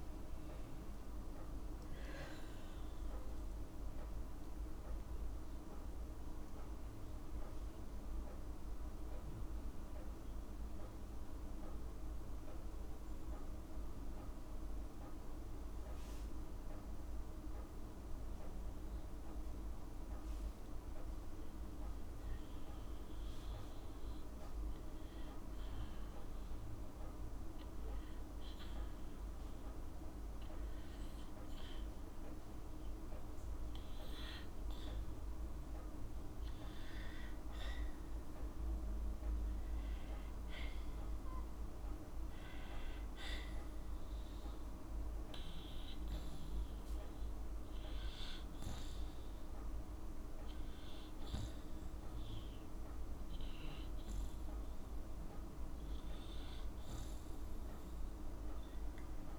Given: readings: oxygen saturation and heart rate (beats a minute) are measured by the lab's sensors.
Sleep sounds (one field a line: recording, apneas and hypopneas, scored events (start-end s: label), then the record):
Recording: breathing in sleep, hard to hear, by a room microphone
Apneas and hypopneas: 1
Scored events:
7.50-10.50 s: arousal
11.50-26.50 s: oxygen desaturation (device-marked, oxygen 98% before, 94% lowest, heart rate 62 before, 57 extreme)
14.00-39.00 s: hypopnea (oxygen 98% before, 93% lowest, heart rate 60 before, 58 extreme, up 2 after)
42.50-59.39 s: oxygen desaturation (device-marked, oxygen 99% before, 93% lowest, heart rate 60 before, 60 extreme)
55.50-59.39 s: new sleep stage, awake
From the record:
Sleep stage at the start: N2 (light sleep)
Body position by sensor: on the right side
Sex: female